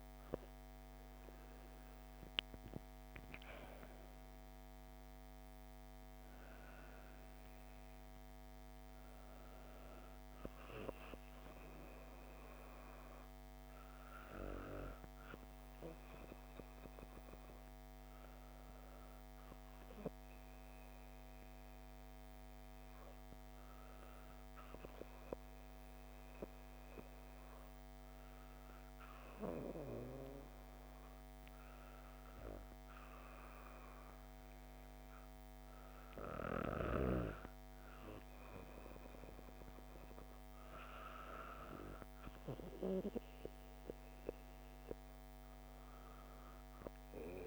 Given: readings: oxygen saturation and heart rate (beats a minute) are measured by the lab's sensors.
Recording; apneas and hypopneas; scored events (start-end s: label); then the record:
breathing in sleep by a microphone on the trachea; 1
22.00-35.50 s: hypopnea (oxygen 97% before, 94% lowest, heart rate 63 before, 58 extreme, up 8 after)
38.00-41.50 s: arousal
From the record:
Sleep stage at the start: N2 (light sleep); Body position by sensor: on the back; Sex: female